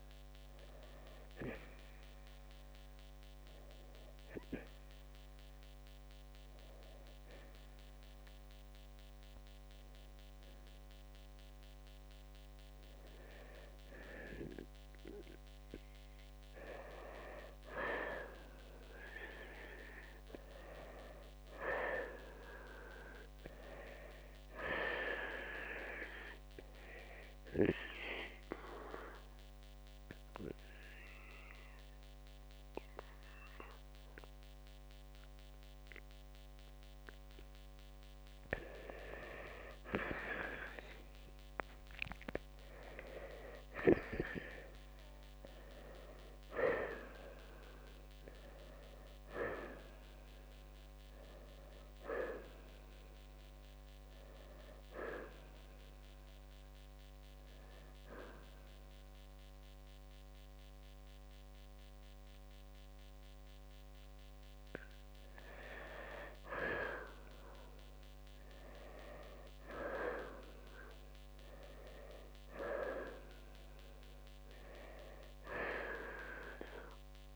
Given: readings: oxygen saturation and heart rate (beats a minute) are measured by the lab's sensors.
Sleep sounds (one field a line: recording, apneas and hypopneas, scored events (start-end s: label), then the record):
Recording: breathing in sleep by a microphone on the trachea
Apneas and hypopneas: 2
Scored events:
8.00-23.00 s: oxygen desaturation (device-marked, oxygen 93% before, 89% lowest, heart rate 64 before, 56 extreme)
23.00-26.50 s: arousal
29.00-39.00 s: central apnea (oxygen 93% before, 86% lowest, heart rate 63 before, 56 extreme, up 7 after)
35.00-49.00 s: oxygen desaturation (device-marked, oxygen 92% before, 88% lowest, heart rate 64 before, 55 extreme)
41.00-46.50 s: arousal
55.00-66.00 s: hypopnea (oxygen 92% before, 85% lowest, heart rate 63 before, 55 extreme, up 4 after)
67.00-77.36 s: oxygen desaturation (device-marked, oxygen 92% before, 86% lowest, heart rate 65 before, 56 extreme)
68.50-72.50 s: arousal
From the record:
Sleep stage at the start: N2 (light sleep)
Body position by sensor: on the right side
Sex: male